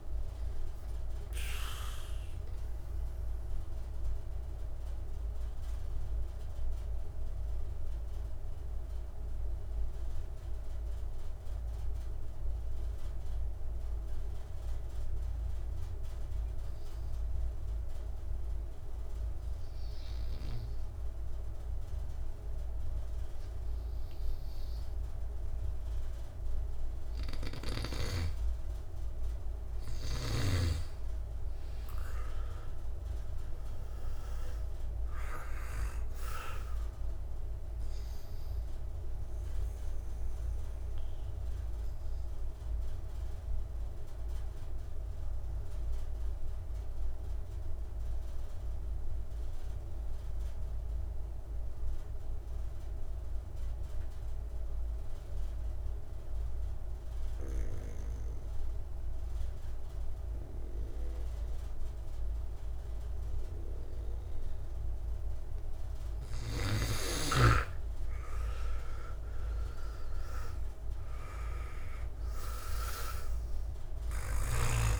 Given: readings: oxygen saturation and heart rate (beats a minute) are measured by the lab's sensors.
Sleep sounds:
breathing in sleep by a room microphone; 2
0.00-18.50 s: oxygen desaturation (device-marked, oxygen 85% lowest)
5.00-27.50 s: mixed apnea (oxygen 96% before, 83% lowest)
25.50-56.50 s: oxygen desaturation (device-marked, oxygen 99% before, 87% lowest)
30.50-34.50 s: arousal
39.00-66.00 s: mixed apnea (oxygen 99% before, 82% lowest, heart rate 75 before, 57 extreme, up 60 after)
69.50-75.00 s: oxygen desaturation (device-marked, oxygen 97% before, 82% lowest)
70.00-74.50 s: arousal
From the record:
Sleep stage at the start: N2 (light sleep); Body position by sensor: on the back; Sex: male

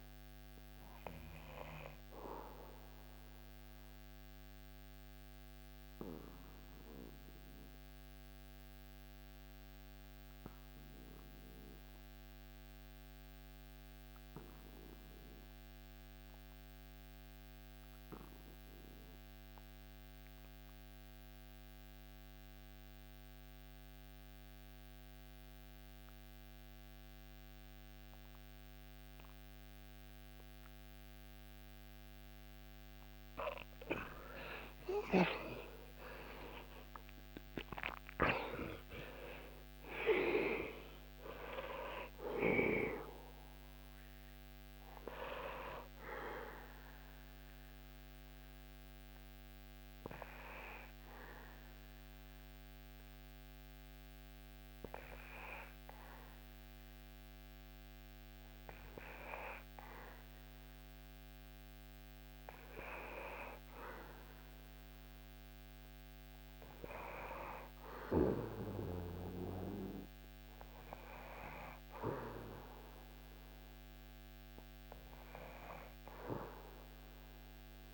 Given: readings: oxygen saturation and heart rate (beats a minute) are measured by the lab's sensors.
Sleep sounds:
breathing in sleep by a microphone on the trachea; 2
3.00-31.50 s: obstructive apnea (oxygen 97% before, 78% lowest, heart rate 75 before, 64 extreme, up 14 after)
25.00-58.00 s: oxygen desaturation (device-marked, oxygen 96% before, 78% lowest, heart rate 69 before, 65 extreme)
34.00-38.50 s: arousal
47.50-62.00 s: obstructive apnea (oxygen 96% before, 78% lowest, heart rate 73 before, 77 extreme, up 5 after)
64.00-68.00 s: arousal
From the record:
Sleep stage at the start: N2 (light sleep); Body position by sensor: on the back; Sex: male

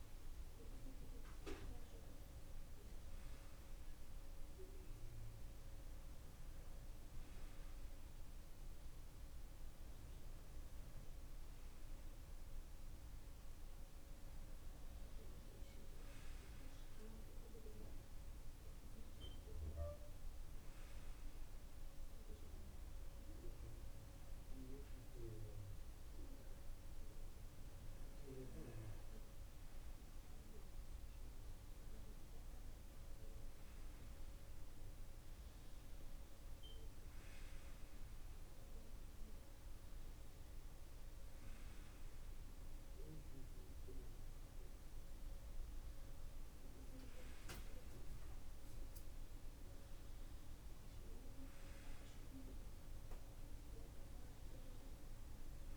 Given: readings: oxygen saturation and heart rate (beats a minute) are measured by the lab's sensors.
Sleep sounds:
breathing in sleep by a room microphone; none
48.00-52.00 s: arousal
From the record:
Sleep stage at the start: N2 (light sleep); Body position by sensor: on the left side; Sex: male

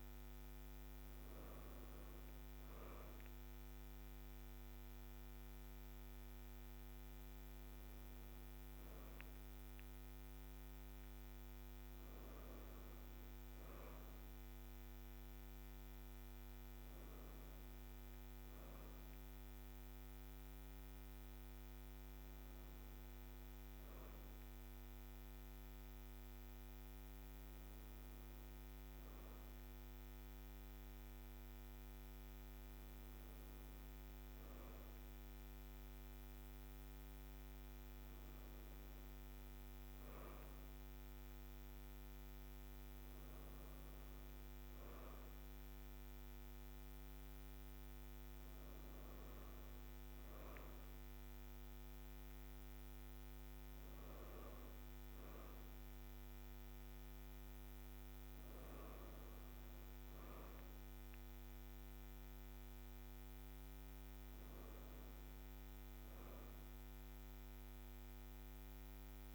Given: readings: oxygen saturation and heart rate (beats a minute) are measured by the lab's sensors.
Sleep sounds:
breathing in sleep, hard to hear, by a microphone on the trachea; none
none scored
From the record:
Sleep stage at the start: N2 (light sleep); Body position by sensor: on the right side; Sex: female

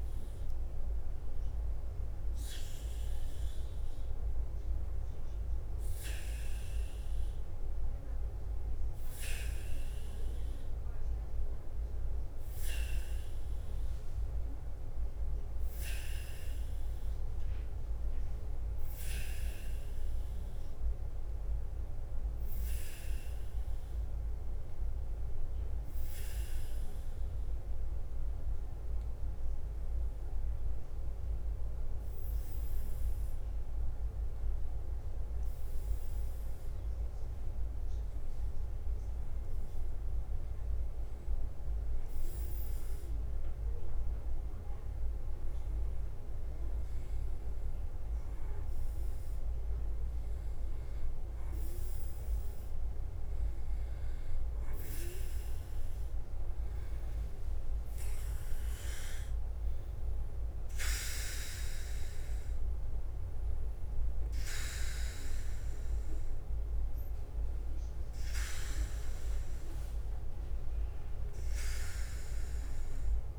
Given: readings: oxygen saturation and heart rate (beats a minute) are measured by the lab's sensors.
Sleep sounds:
breathing in sleep by a room microphone; 1
0.00-73.39 s: bradycardia (device-marked, heart rate 45 extreme)
26.00-51.00 s: obstructive apnea (oxygen 98% before, 92% lowest, heart rate 52 before, 47 extreme, up 7 after)
59.00-64.50 s: arousal
From the record:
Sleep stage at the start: N2 (light sleep); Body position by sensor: on the back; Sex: male

